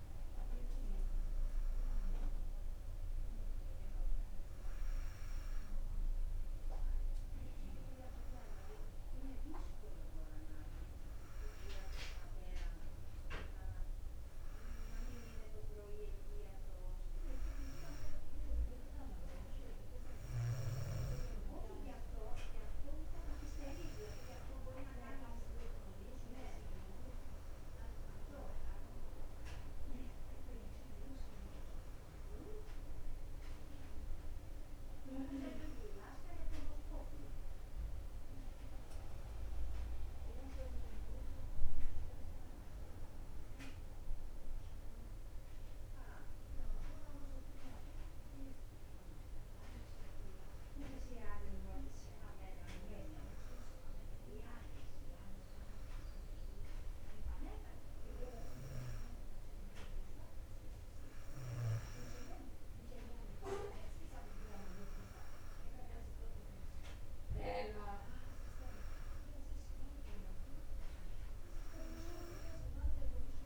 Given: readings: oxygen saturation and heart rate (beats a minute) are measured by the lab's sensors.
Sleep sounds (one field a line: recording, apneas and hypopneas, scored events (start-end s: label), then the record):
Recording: breathing in sleep by a room microphone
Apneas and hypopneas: none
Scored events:
none scored
From the record:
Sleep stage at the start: N2 (light sleep)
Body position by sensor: on the back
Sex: female